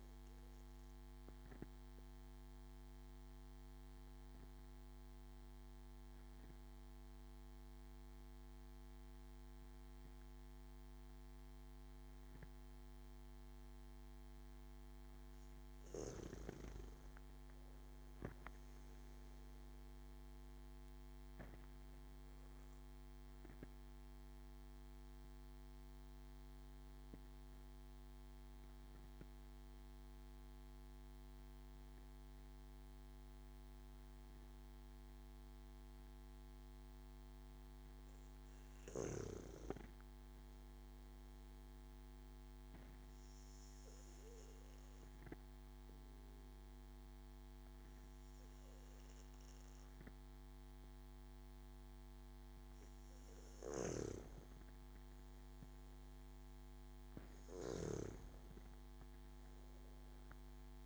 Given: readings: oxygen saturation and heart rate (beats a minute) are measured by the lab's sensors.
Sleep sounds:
breathing in sleep by a microphone on the trachea; 3
0.50-14.00 s: obstructive apnea (oxygen 97% before, 94% lowest)
16.00-19.00 s: arousal
21.50-37.50 s: obstructive apnea (oxygen 97% before, 94% lowest)
39.00-41.50 s: arousal
43.50-54.00 s: obstructive apnea (oxygen 96% before, 93% lowest)
53.50-58.00 s: snoring (device-marked)
From the record:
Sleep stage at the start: N2 (light sleep); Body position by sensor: on the back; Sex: male

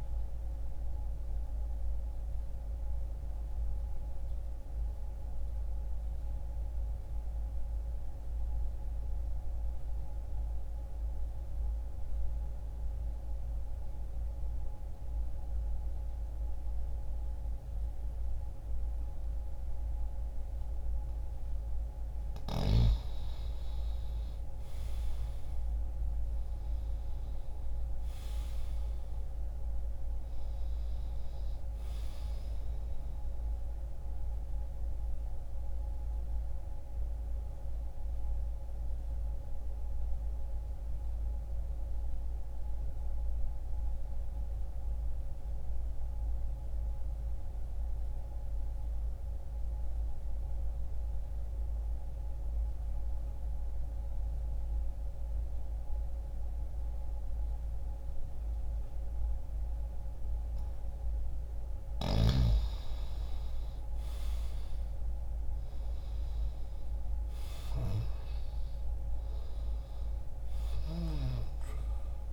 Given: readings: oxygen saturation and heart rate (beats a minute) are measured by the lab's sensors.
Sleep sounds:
breathing in sleep, hard to hear, by a room microphone; 2
0.00-19.00 s: oxygen desaturation (device-marked, oxygen 87% lowest)
1.00-20.50 s: obstructive apnea (oxygen 99% before, 83% lowest)
21.50-25.50 s: arousal
25.00-56.00 s: oxygen desaturation (device-marked, oxygen 95% before, 83% lowest, heart rate 40 before, 60 extreme)
32.50-60.00 s: obstructive apnea (oxygen 95% before, 83% lowest, heart rate 50 before, 60 extreme, up 0 after)
62.50-68.50 s: arousal
70.00-72.33 s: oxygen desaturation (device-marked, oxygen 96% before, 84% lowest, heart rate 60 before, 60 extreme)
From the record:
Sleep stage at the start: N2 (light sleep); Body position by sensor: on the left side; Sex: male

